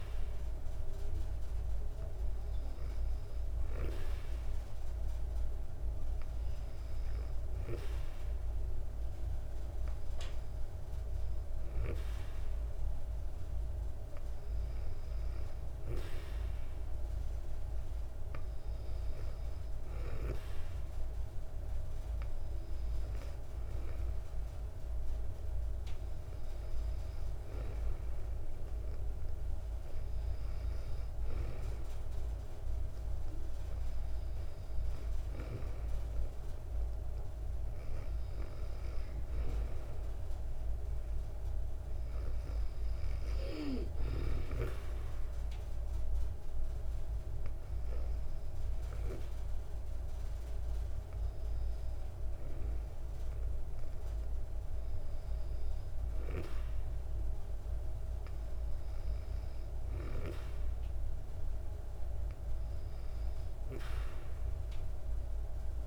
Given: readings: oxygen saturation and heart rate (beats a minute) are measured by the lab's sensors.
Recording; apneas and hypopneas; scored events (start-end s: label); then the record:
breathing in sleep by a room microphone; none
none scored
From the record:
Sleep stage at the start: N2 (light sleep); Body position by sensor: on the back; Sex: female